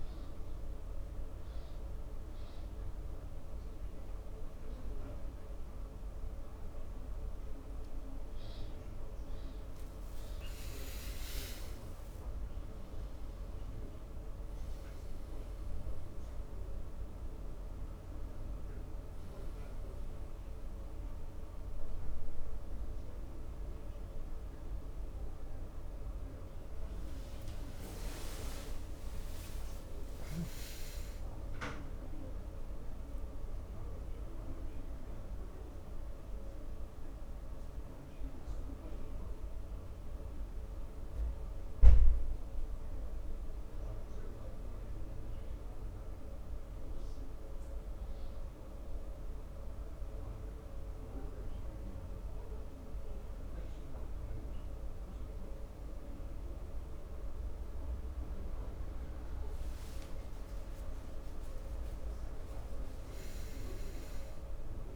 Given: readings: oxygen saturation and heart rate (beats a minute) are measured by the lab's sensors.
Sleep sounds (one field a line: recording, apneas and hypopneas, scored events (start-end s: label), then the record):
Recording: breathing in sleep, hard to hear, by a room microphone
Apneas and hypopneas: none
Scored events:
0.00-1.00 s: arousal
28.00-31.50 s: arousal
28.00-64.96 s: new sleep stage, N2 (light sleep)
From the record:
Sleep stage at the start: N1 (lightest sleep)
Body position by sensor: on the back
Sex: male